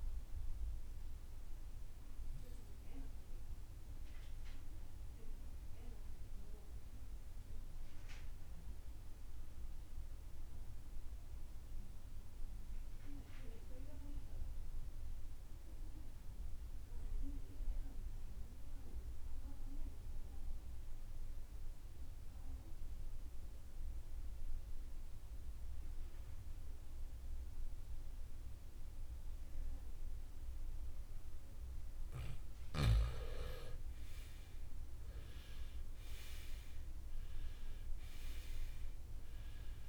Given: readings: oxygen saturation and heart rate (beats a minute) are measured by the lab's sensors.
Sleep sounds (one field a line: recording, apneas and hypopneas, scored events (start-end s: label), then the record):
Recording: breathing in sleep by a room microphone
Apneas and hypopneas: 1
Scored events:
0.00-12.50 s: oxygen desaturation (device-marked, oxygen 80% lowest, heart rate 55 extreme)
0.50-31.50 s: obstructive apnea (oxygen 93% before, 80% lowest, heart rate 81 before, 55 extreme, up 2 after)
33.50-39.89 s: oxygen desaturation (device-marked, oxygen 97% before, 81% lowest, heart rate 68 before, 47 extreme)
From the record:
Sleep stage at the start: REM sleep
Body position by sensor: on the right side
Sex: male